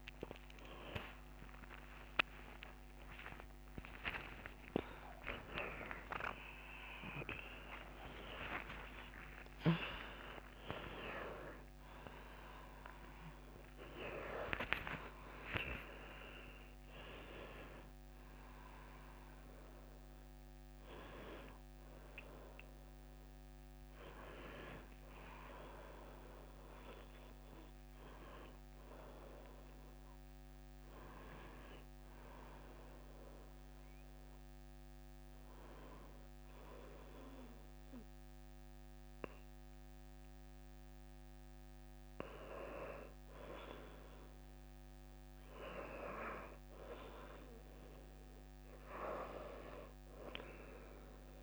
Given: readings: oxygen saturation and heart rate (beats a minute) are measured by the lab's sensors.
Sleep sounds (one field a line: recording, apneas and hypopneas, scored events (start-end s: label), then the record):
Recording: a person awake in a sleep study, by a microphone on the trachea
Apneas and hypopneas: 1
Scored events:
0.00-1.00 s: long interval between heartbeats (device-marked)
1.50-5.50 s: drop in pulse transit time (device-marked)
6.00-8.00 s: long interval between heartbeats (device-marked)
10.00-15.50 s: snoring (device-marked)
28.50-51.43 s: new sleep stage, N1 (lightest sleep)
33.50-43.50 s: obstructive apnea (oxygen 98% before, 90% lowest)
43.50-51.43 s: oxygen desaturation (device-marked, oxygen 97% before, 90% lowest)
45.50-49.00 s: arousal
From the record:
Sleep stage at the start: awake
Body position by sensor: on the back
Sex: female